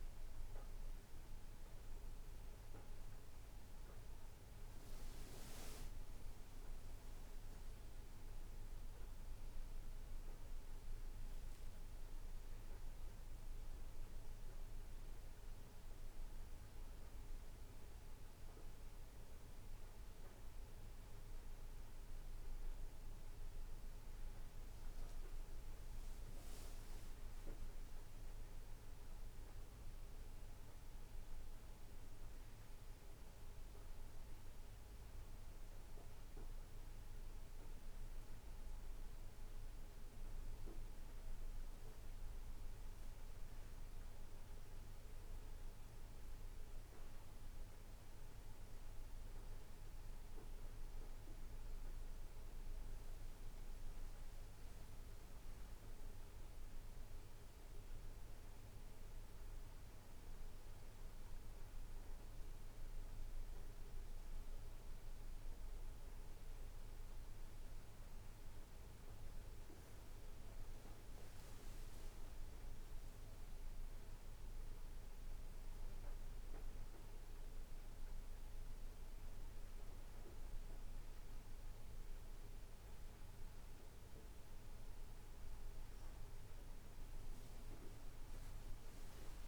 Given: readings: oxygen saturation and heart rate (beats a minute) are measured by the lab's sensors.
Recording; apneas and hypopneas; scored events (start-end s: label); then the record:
breathing in sleep, hard to hear, by a room microphone; none
none scored
From the record:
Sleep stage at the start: N2 (light sleep); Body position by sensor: on the right side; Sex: male